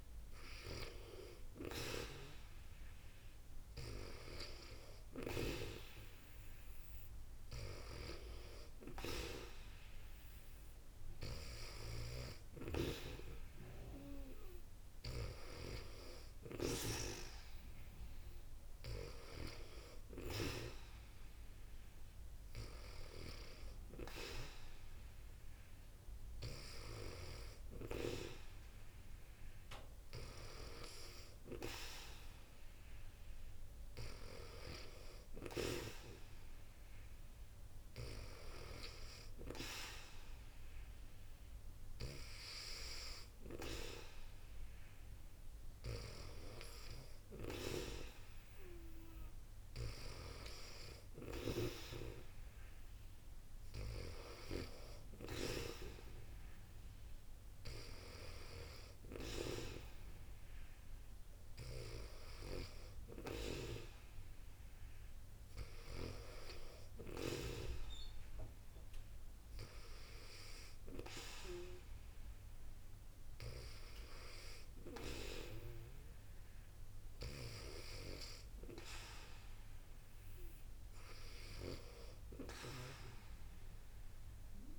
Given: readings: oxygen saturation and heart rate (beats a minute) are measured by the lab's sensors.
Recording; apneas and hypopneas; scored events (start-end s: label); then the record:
breathing in sleep by a room microphone; none
7.50-15.00 s: snoring (device-marked)
From the record:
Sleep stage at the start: N2 (light sleep); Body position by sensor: on the back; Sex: female